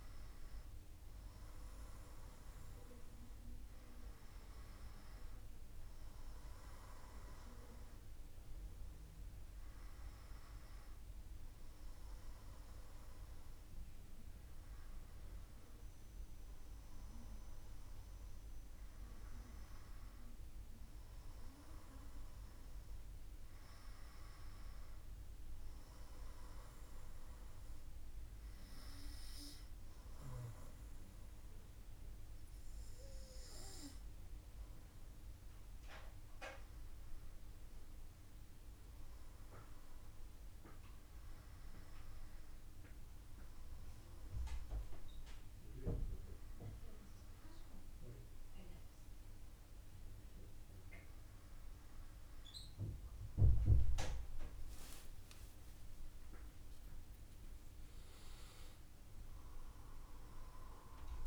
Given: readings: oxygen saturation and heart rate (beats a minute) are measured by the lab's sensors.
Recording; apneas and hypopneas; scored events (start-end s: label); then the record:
breathing in sleep by a room microphone; none
53.50-57.00 s: arousal
From the record:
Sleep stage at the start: N1 (lightest sleep); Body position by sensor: on the back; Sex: male